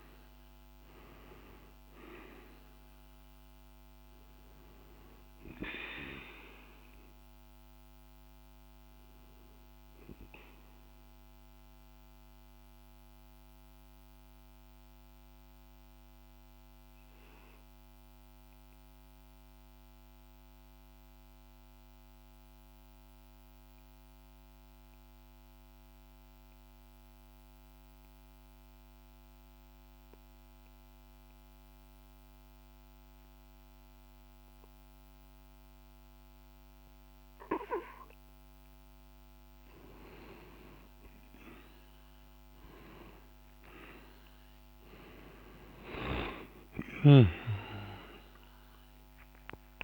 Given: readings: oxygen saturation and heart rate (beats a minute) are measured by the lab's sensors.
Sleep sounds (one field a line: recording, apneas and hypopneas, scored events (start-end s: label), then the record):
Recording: breathing in sleep by a microphone on the trachea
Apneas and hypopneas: 1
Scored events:
0.00-16.50 s: oxygen desaturation (device-marked, oxygen 89% lowest, heart rate 50 extreme)
11.50-38.50 s: mixed apnea (oxygen 97% before, 88% lowest, heart rate 56 before, 50 extreme, up 18 after)
33.50-49.84 s: oxygen desaturation (device-marked, oxygen 99% before, 88% lowest, heart rate 50 before, 49 extreme)
40.50-46.00 s: arousal
From the record:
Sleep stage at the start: N2 (light sleep)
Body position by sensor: on the back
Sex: male